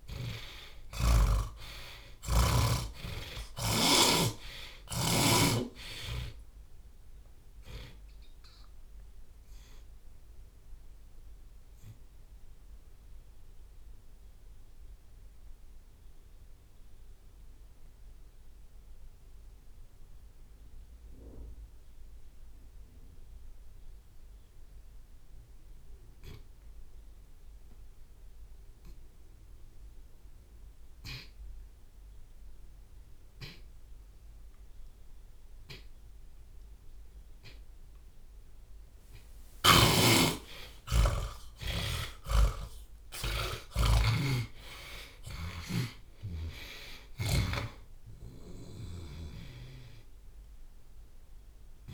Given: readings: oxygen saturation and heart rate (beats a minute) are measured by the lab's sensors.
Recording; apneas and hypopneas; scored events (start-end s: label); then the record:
breathing in sleep by a room microphone; 1
0.00-1.50 s: snoring (device-marked)
0.00-4.50 s: arousal
3.50-18.50 s: drop in pulse transit time (device-marked, heart rate 64 before, 61 extreme)
11.00-37.00 s: hypopnea (oxygen 97% before, 68% lowest, heart rate 74 before, 57 extreme, up 44 after)
24.50-42.50 s: oxygen desaturation (device-marked, oxygen 95% before, 86% lowest, heart rate 69 before, 57 extreme)
40.00-42.00 s: long interval between heartbeats (device-marked, heart rate 60 before, 71 extreme)
41.50-51.94 s: drop in pulse transit time (device-marked, heart rate 61 before, 70 extreme)
42.00-46.00 s: snoring (device-marked)
42.00-47.50 s: arousal
48.50-51.94 s: oxygen desaturation (device-marked, oxygen 89% before, 81% lowest, heart rate 73 before, 55 extreme)
From the record:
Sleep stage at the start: N2 (light sleep); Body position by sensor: on the back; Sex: male